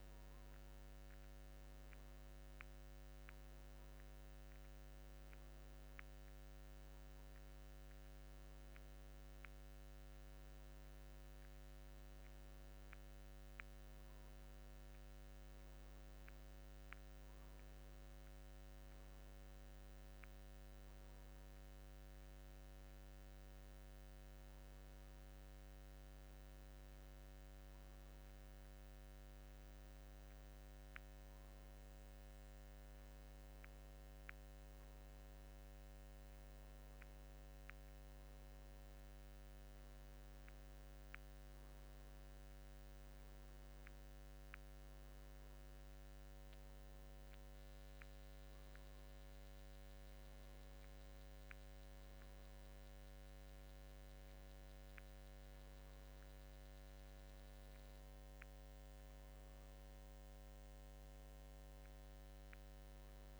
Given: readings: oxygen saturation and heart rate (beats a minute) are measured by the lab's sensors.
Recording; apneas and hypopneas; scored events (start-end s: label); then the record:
breathing in sleep, hard to hear, by a microphone on the trachea; none
25.00-63.40 s: new sleep stage, N2 (light sleep)
From the record:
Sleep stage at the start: N1 (lightest sleep); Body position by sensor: on the back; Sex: male